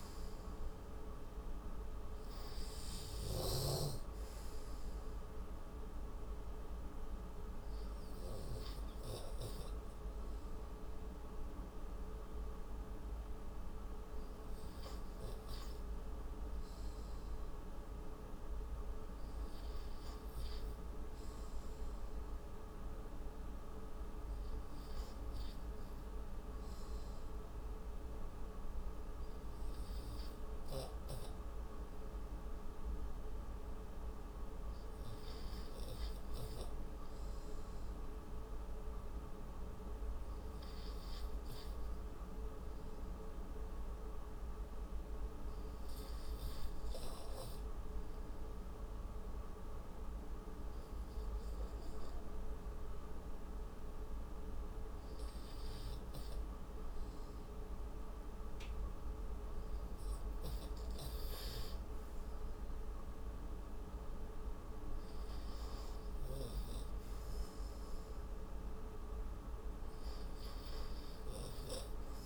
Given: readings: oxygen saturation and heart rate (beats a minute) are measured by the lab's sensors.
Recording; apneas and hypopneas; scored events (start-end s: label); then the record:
breathing in sleep, hard to hear, by a room microphone; 1
0.00-9.50 s: oxygen desaturation (device-marked, oxygen 92% lowest, heart rate 50 extreme)
20.00-23.00 s: arousal
29.50-62.00 s: hypopnea (oxygen 96% before, 91% lowest, heart rate 64 before, 55 extreme, up 26 after)
63.50-66.50 s: arousal
From the record:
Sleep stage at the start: N2 (light sleep); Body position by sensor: on the right side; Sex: male